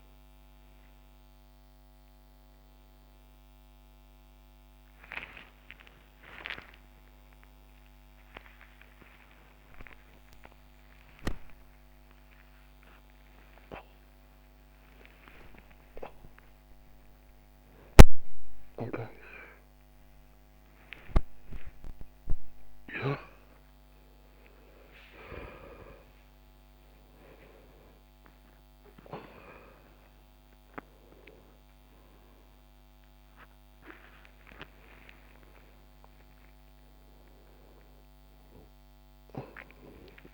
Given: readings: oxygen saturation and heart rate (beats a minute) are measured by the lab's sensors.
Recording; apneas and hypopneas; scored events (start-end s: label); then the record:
a person awake in a sleep study, by a microphone on the trachea; none
9.00-19.00 s: oxygen desaturation (device-marked, oxygen 98% before, 95% lowest)
31.00-40.34 s: oxygen desaturation (device-marked, oxygen 97% before, 92% lowest)
From the record:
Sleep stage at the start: awake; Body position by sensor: on the back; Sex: male